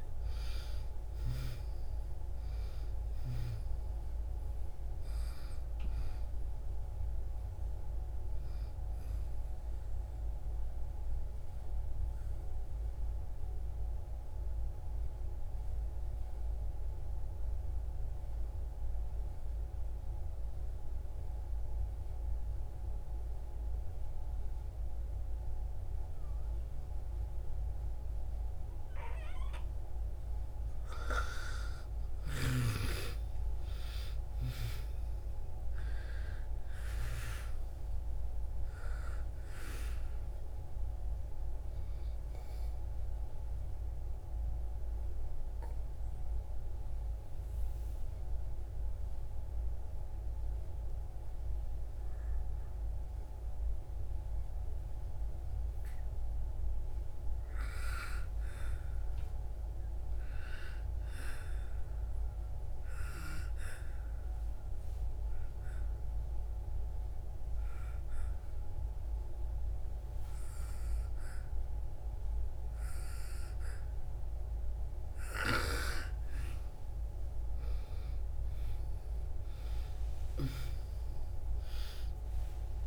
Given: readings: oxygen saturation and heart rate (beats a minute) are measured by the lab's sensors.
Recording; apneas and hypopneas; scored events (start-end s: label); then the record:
breathing in sleep by a room microphone; 3
0.00-1.50 s: arousal
1.00-18.00 s: oxygen desaturation (device-marked, oxygen 97% before, 88% lowest)
10.00-29.50 s: obstructive apnea (oxygen 98% before, 84% lowest)
27.00-58.00 s: oxygen desaturation (device-marked, oxygen 97% before, 84% lowest)
31.00-36.00 s: arousal
45.00-57.00 s: obstructive apnea (oxygen 97% before, 84% lowest)
58.50-61.50 s: arousal
64.00-75.00 s: oxygen desaturation (device-marked, oxygen 98% before, 93% lowest)
64.50-75.00 s: obstructive apnea (oxygen 98% before, 89% lowest)
77.50-82.87 s: arousal
From the record:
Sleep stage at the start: N2 (light sleep); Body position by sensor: on the back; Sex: female